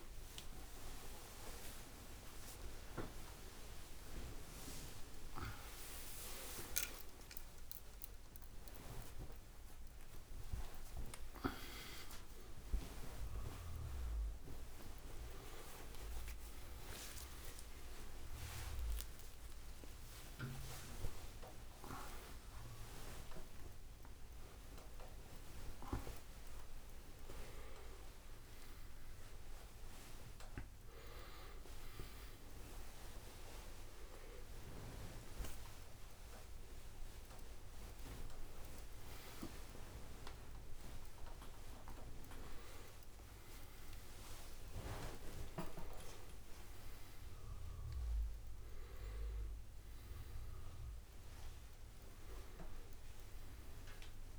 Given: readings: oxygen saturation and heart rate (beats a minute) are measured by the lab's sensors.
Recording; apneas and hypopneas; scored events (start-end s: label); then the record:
a person awake in a sleep study, by a room microphone; none
12.50-54.38 s: new sleep stage, awake
19.50-26.50 s: oxygen desaturation (device-marked, oxygen 98% before, 95% lowest, heart rate 161 before, 58 extreme)
45.50-48.50 s: bradycardia (device-marked, heart rate 77 before, 125 extreme)
From the record:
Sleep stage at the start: N2 (light sleep); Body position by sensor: on the back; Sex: male